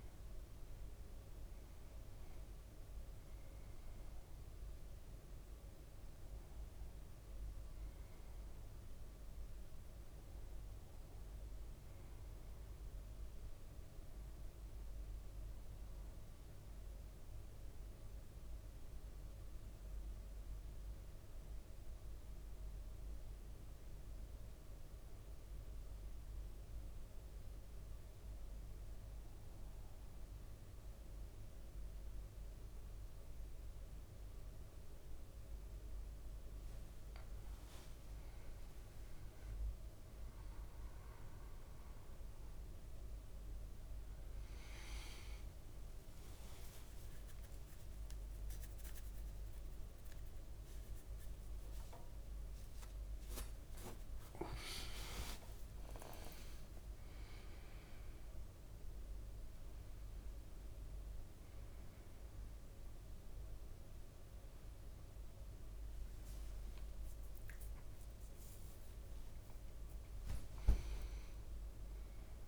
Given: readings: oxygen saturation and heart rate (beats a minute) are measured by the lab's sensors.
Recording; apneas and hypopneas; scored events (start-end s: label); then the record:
a person awake in a sleep study, hard to hear, by a room microphone; 1
0.00-38.00 s: bradycardia (device-marked, heart rate 58 before, 54 extreme)
16.00-28.00 s: central apnea (oxygen 98% before, 95% lowest, heart rate 58 before, 54 extreme, up 4 after)
23.00-72.48 s: new sleep stage, awake
35.50-38.50 s: leg movement (device-marked)
43.00-46.00 s: bradycardia (device-marked, heart rate 58 before, 60 extreme)
47.00-64.00 s: drop in pulse transit time (device-marked, heart rate 58 before, 59 extreme)
54.50-57.00 s: leg movement (device-marked)
From the record:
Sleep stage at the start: N1 (lightest sleep); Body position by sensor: on the back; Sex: male